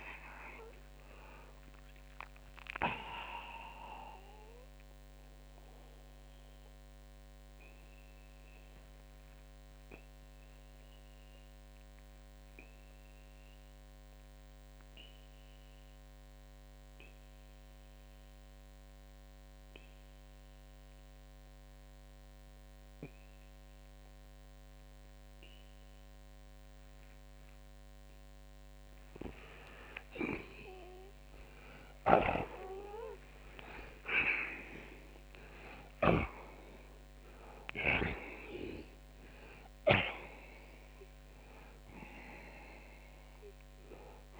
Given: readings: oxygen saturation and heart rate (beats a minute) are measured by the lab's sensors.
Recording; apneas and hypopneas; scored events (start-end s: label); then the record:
breathing in sleep by a microphone on the trachea; 1
0.00-34.00 s: oxygen desaturation (device-marked, oxygen 80% lowest, heart rate 62 extreme)
6.00-28.00 s: obstructive apnea (oxygen 93% before, 80% lowest, heart rate 99 before, 62 extreme, up 23 after)
31.50-36.00 s: snoring (device-marked)
32.00-37.00 s: arousal
43.00-44.40 s: oxygen desaturation (device-marked, oxygen 93% before, 80% lowest, heart rate 81 before, 54 extreme)
From the record:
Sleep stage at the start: N2 (light sleep); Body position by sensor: on the back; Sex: male